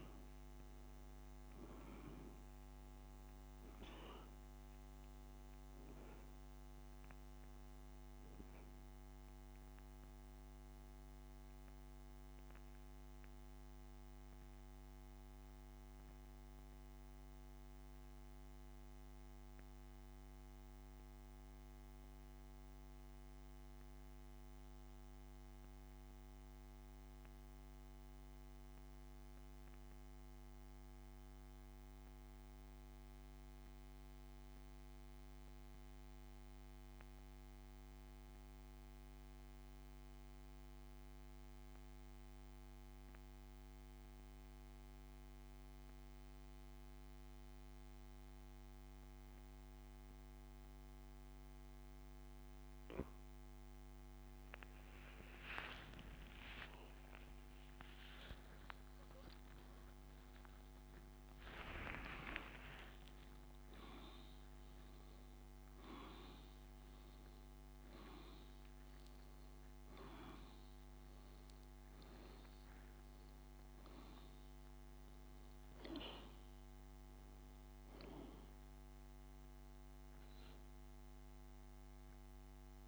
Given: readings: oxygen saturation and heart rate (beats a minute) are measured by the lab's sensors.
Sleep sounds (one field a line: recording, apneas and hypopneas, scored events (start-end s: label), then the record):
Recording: breathing in sleep by a microphone on the trachea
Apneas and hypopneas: 1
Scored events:
11.50-45.50 s: oxygen desaturation (device-marked, oxygen 96% before, 85% lowest)
12.50-52.00 s: central apnea (oxygen 98% before, 85% lowest)
56.00-61.00 s: arousal
73.50-82.88 s: oxygen desaturation (device-marked, oxygen 98% before, 94% lowest, heart rate 49 before, 49 extreme)
From the record:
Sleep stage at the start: N2 (light sleep)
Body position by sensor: on the back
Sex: male